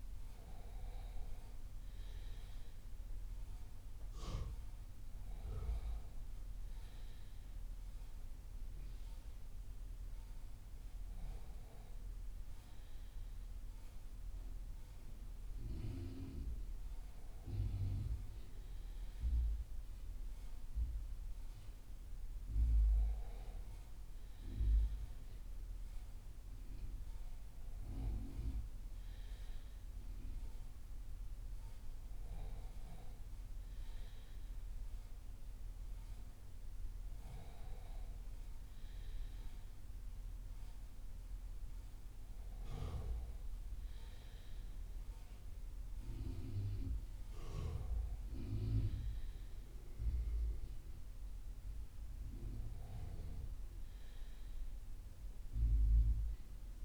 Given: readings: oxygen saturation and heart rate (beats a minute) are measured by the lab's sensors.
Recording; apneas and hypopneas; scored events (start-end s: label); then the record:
breathing in sleep by a room microphone; none
none scored
From the record:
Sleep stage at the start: REM sleep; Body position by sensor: on the left side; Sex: male